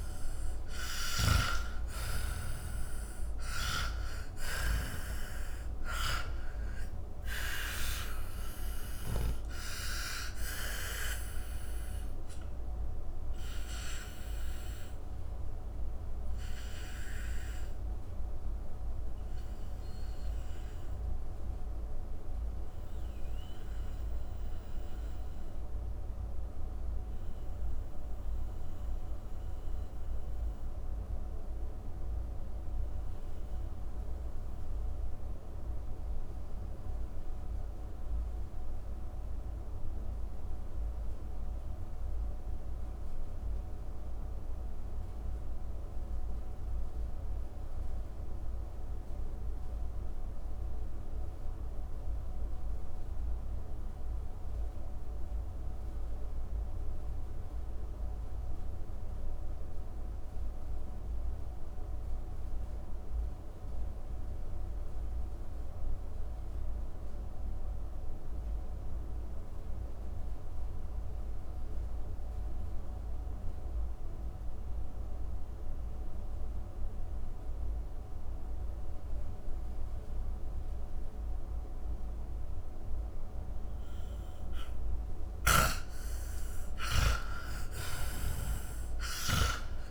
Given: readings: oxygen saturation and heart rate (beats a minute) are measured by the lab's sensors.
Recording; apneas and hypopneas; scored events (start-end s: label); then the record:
breathing in sleep by a room microphone; 1
0.00-2.00 s: snoring (device-marked)
0.00-3.00 s: arousal
0.00-49.00 s: oxygen desaturation (device-marked, oxygen 79% lowest, heart rate 41 extreme)
10.00-85.50 s: mixed apnea (oxygen 98% before, 78% lowest, heart rate 63 before, 41 extreme, up 22 after)
70.00-89.91 s: oxygen desaturation (device-marked, oxygen 98% before, 78% lowest, heart rate 51 before, 40 extreme)
87.00-89.91 s: arousal
87.00-89.91 s: snoring (device-marked)
From the record:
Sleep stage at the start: N2 (light sleep); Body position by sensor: on the back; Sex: male